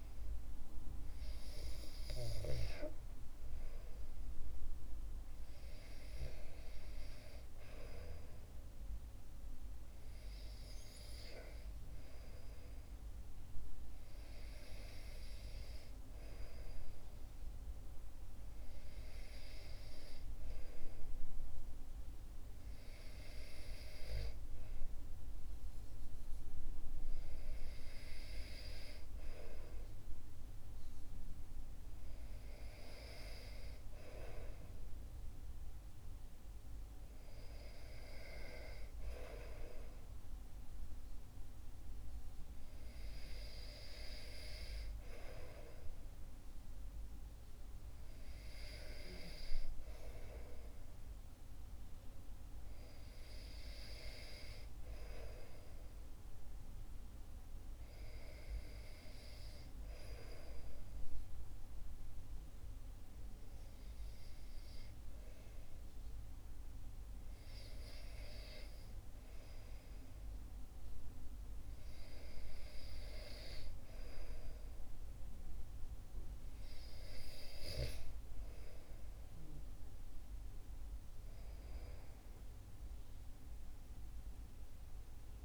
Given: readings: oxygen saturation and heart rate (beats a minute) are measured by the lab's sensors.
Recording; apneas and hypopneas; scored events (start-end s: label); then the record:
breathing in sleep by a room microphone; 1
60.00-70.50 s: hypopnea (oxygen 97% before, 95% lowest, heart rate 65 before, 58 extreme, up 4 after)
72.50-75.00 s: arousal
From the record:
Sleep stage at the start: REM sleep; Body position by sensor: on the back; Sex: male